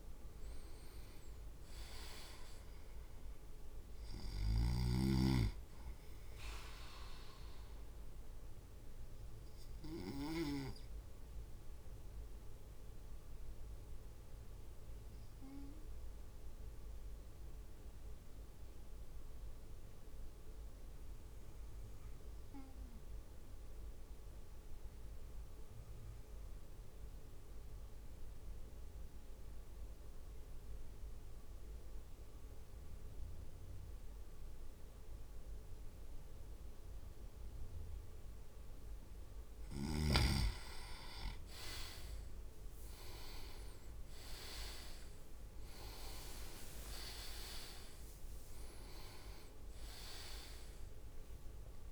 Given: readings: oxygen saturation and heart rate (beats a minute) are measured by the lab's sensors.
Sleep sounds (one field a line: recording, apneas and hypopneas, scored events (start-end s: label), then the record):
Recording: breathing in sleep by a room microphone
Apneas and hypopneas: 1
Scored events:
4.50-10.50 s: snoring (device-marked)
8.00-38.50 s: obstructive apnea (oxygen 99% before, 96% lowest)
41.00-48.50 s: leg movement (device-marked)
41.50-46.50 s: arousal
From the record:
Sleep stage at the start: N2 (light sleep)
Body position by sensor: on the right side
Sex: male